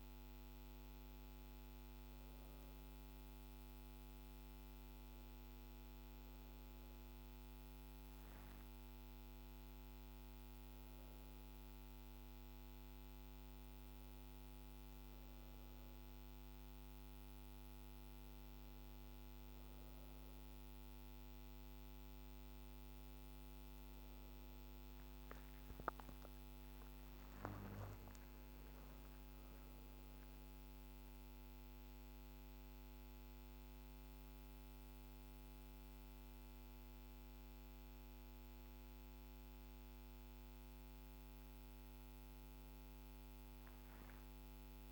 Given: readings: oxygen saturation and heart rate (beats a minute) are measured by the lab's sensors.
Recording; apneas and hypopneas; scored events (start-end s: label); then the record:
breathing in sleep, hard to hear, by a microphone on the trachea; none
none scored
From the record:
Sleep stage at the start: N1 (lightest sleep); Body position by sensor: on the back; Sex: female